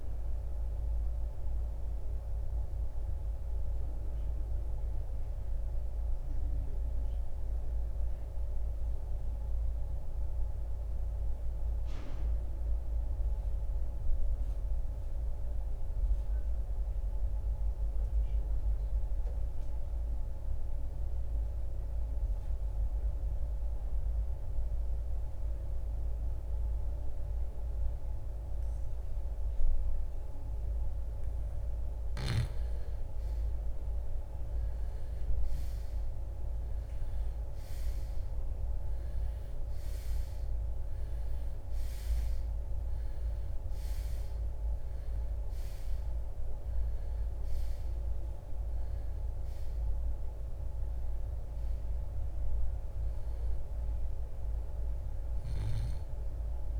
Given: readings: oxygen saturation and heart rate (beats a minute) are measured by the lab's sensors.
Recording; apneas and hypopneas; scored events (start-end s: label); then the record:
breathing in sleep, hard to hear, by a room microphone; 1
0.00-2.00 s: arousal
0.00-16.00 s: oxygen desaturation (device-marked, oxygen 83% lowest, heart rate 47 extreme)
5.50-32.00 s: mixed apnea (heart rate 74 before, 47 extreme, up 6 after)
33.00-37.50 s: arousal
From the record:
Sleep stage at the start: REM sleep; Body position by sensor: on the right side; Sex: male